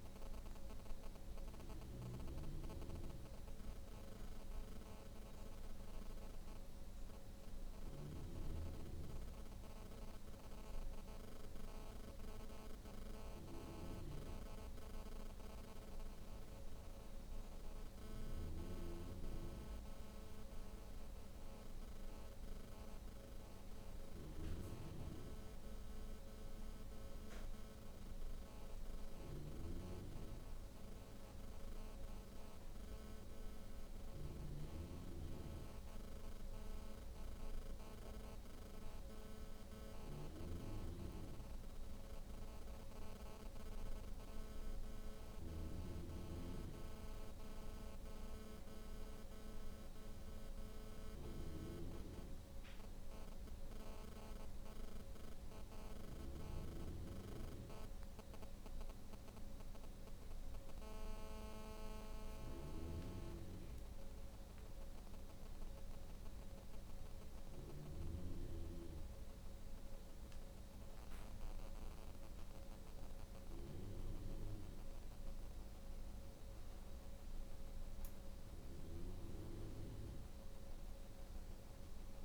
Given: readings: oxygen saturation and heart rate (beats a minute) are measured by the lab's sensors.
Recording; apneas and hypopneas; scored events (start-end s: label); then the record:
breathing in sleep by a room microphone; none
none scored
From the record:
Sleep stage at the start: N2 (light sleep); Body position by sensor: on the back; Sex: female